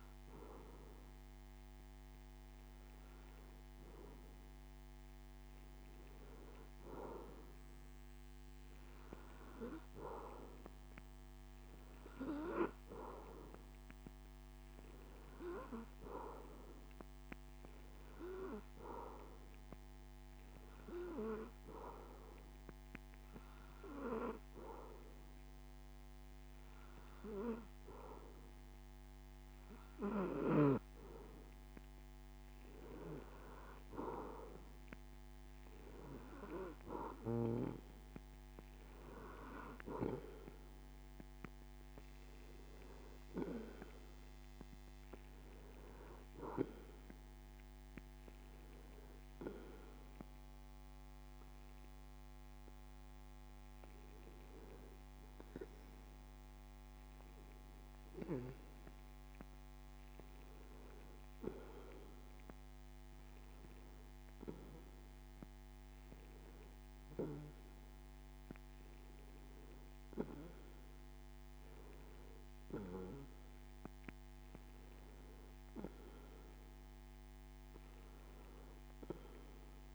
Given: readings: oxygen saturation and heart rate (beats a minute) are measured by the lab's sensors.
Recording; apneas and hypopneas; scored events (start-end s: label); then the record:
a person awake in a sleep study, by a microphone on the trachea; none
8.50-79.95 s: new sleep stage, awake
From the record:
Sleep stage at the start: N2 (light sleep); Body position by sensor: on the back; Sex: male